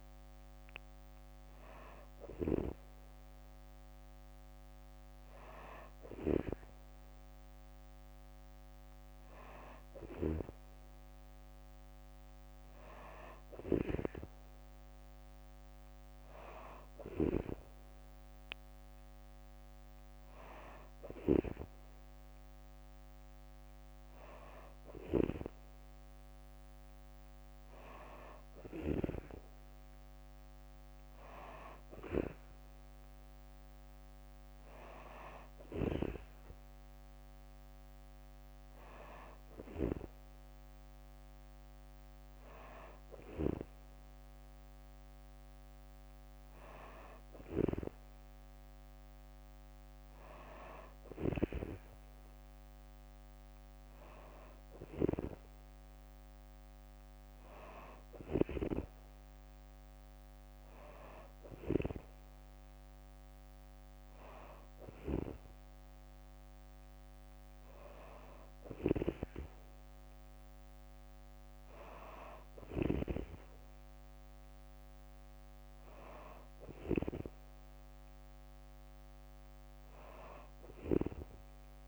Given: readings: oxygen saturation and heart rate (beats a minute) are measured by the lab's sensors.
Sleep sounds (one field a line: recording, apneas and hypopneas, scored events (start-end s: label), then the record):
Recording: breathing in sleep by a microphone on the trachea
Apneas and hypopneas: none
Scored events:
9.50-21.00 s: snoring (device-marked)
35.00-43.00 s: snoring (device-marked)
72.00-76.50 s: snoring (device-marked)
From the record:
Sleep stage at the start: N2 (light sleep)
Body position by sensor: on the back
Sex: female